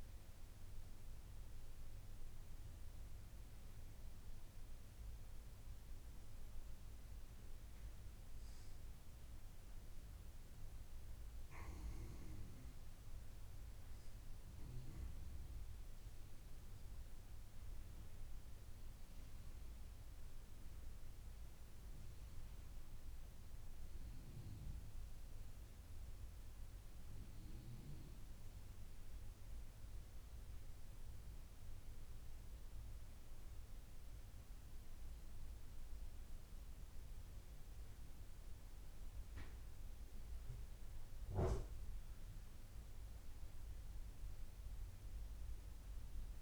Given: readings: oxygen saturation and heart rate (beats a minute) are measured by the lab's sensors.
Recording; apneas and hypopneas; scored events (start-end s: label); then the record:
breathing in sleep, hard to hear, by a room microphone; none
none scored
From the record:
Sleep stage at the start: N1 (lightest sleep); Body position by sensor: on the back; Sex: female